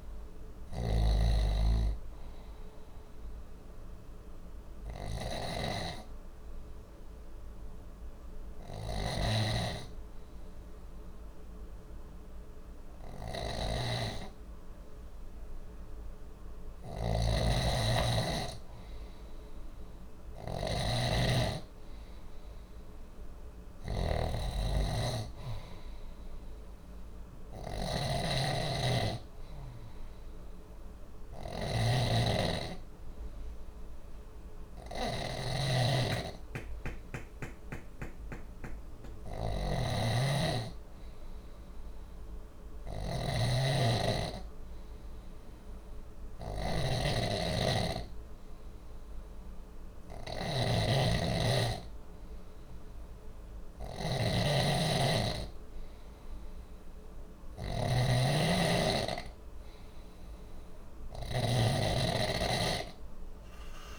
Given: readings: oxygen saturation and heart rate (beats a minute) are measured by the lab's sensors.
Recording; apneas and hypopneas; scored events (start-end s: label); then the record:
breathing in sleep by a room microphone; 2
0.00-63.99 s: snoring (device-marked)
3.00-16.50 s: obstructive apnea (oxygen 97% before, 91% lowest, heart rate 61 before, 60 extreme, up 0 after)
9.50-18.50 s: oxygen desaturation (device-marked, oxygen 95% before, 91% lowest, heart rate 61 before, 60 extreme)
20.00-22.50 s: arousal
41.50-55.00 s: obstructive apnea (oxygen 97% before, 91% lowest, heart rate 60 before, 59 extreme, up 3 after)
62.50-63.99 s: arousal
From the record:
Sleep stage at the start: N2 (light sleep); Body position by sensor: on the back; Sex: male